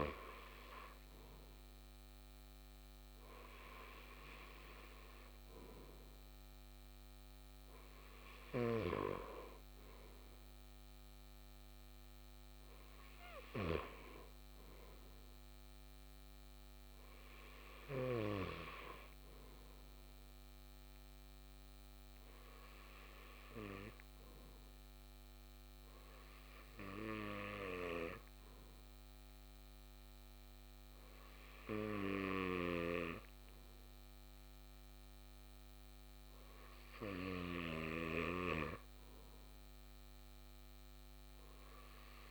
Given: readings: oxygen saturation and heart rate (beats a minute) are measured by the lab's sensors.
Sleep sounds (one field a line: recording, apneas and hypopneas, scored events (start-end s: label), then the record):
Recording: breathing in sleep by a microphone on the trachea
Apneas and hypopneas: none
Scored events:
none scored
From the record:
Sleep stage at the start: REM sleep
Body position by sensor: on the back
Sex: male